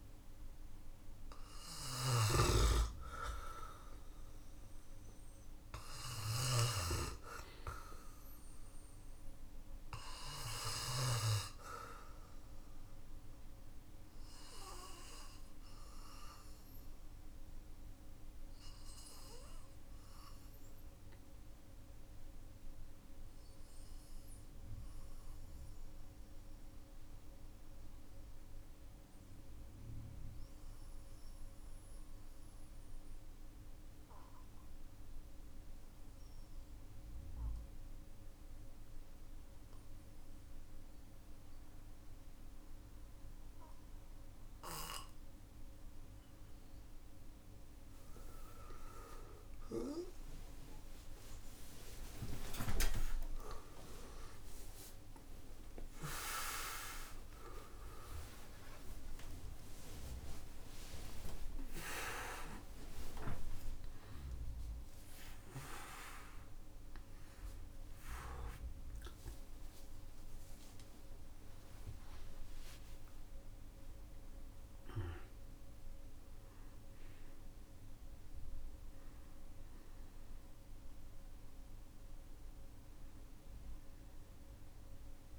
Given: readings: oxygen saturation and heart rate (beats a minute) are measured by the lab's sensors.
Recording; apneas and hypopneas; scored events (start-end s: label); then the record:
a person partly awake in a sleep study, by a room microphone; 1
0.00-1.50 s: arousal
0.50-8.50 s: oxygen desaturation (device-marked, oxygen 98% before, 93% lowest, heart rate 53 before, 43 extreme)
1.00-10.50 s: snoring (device-marked)
10.50-46.50 s: obstructive apnea (oxygen 98% before, 93% lowest, heart rate 52 before, 43 extreme, up 39 after)
45.50-85.38 s: new sleep stage, awake
51.50-61.50 s: oxygen desaturation (device-marked, oxygen 98% before, 94% lowest, heart rate 53 before, 55 extreme)
54.50-60.50 s: tachycardia (device-marked, heart rate 51 before, 134 extreme)
68.50-72.50 s: tachycardia (device-marked, heart rate 53 before, 104 extreme)
From the record:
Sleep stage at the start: REM sleep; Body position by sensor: on the back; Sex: male